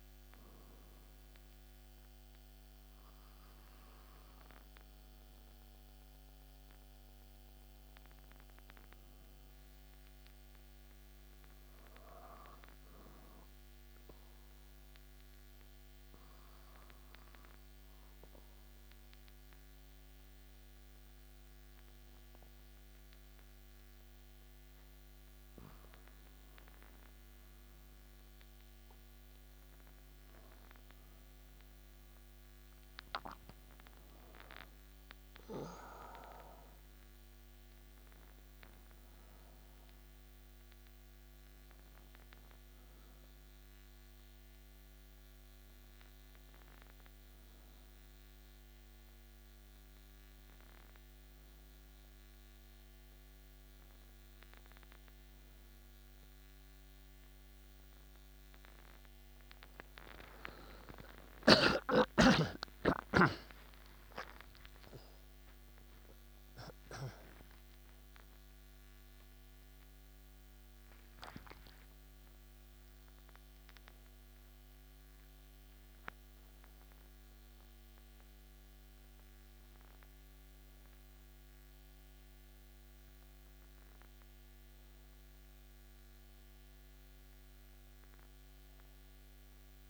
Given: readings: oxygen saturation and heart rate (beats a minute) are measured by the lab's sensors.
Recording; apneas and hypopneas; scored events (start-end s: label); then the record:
breathing in sleep by a microphone on the trachea; 1
15.50-26.00 s: obstructive apnea (oxygen 98% before, 95% lowest)
29.00-32.50 s: arousal
49.50-89.90 s: new sleep stage, N1 (lightest sleep)
63.50-68.50 s: arousal
From the record:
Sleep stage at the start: N2 (light sleep); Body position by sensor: on the back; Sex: male